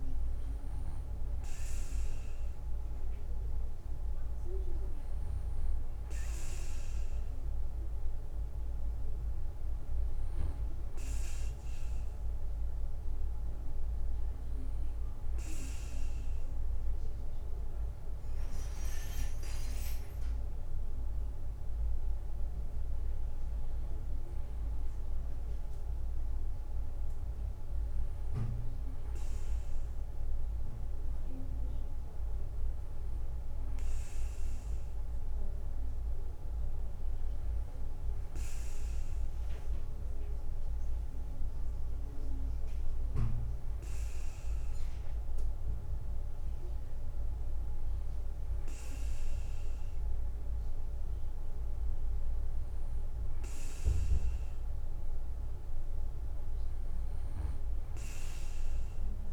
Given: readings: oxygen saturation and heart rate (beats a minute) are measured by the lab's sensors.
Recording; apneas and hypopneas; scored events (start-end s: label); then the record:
breathing in sleep, hard to hear, by a room microphone; none
none scored
From the record:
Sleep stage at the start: N2 (light sleep); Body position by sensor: on the back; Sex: male